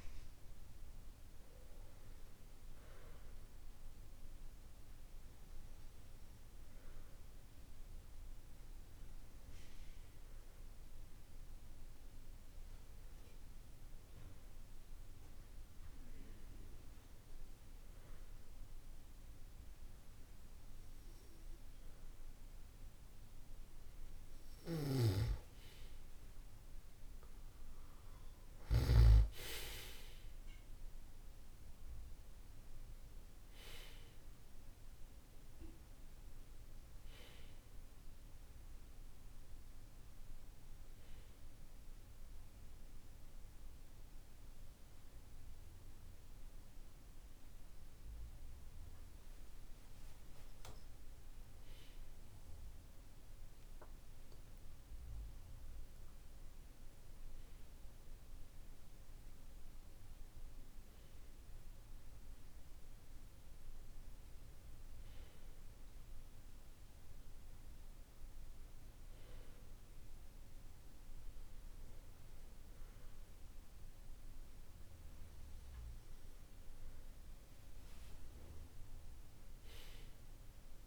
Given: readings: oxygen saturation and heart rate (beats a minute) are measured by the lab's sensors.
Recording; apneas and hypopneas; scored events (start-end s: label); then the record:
breathing in sleep, hard to hear, by a room microphone; 1
5.50-21.50 s: hypopnea (oxygen 95% before, 94% lowest, heart rate 51 before, 48 extreme, up 7 after)
25.00-29.00 s: arousal
From the record:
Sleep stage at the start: N2 (light sleep); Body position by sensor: on the back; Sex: male